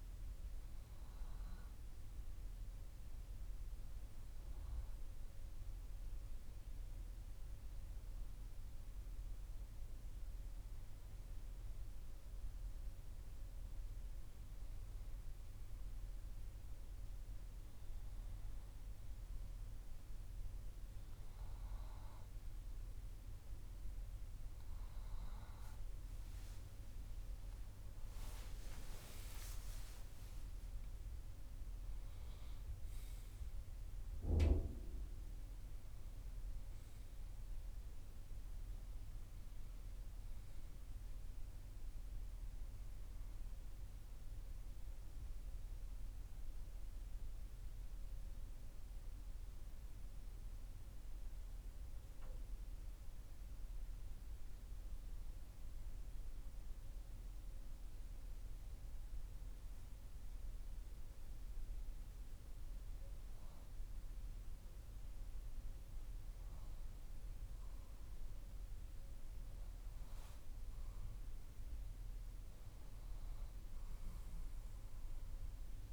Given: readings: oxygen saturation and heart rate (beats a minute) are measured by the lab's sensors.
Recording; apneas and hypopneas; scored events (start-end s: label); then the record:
breathing in sleep, hard to hear, by a room microphone; none
27.50-32.00 s: arousal
From the record:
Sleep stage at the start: N2 (light sleep); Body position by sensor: on the left side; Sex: male